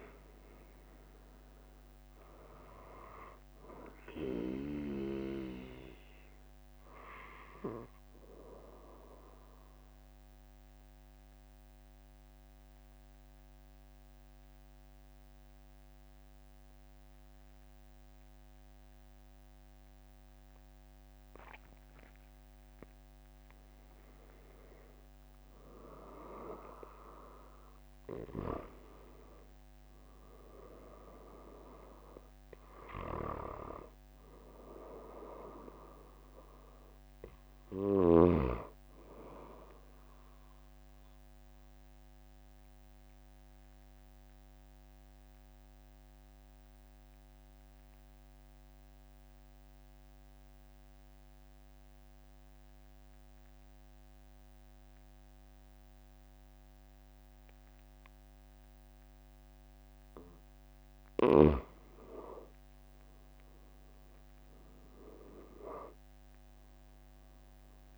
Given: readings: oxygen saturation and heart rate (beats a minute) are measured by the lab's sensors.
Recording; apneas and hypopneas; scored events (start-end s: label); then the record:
breathing in sleep by a microphone on the trachea; 2
6.00-19.00 s: oxygen desaturation (device-marked, oxygen 95% before, 92% lowest, heart rate 45 before, 43 extreme)
9.50-23.50 s: obstructive apnea (oxygen 97% before, 92% lowest, heart rate 45 before, 43 extreme, up 4 after)
28.00-33.00 s: arousal
41.00-61.00 s: obstructive apnea (oxygen 96% before, 93% lowest, heart rate 46 before, 43 extreme, up 5 after)
64.00-67.98 s: arousal
From the record:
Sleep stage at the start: N2 (light sleep); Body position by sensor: on the back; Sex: male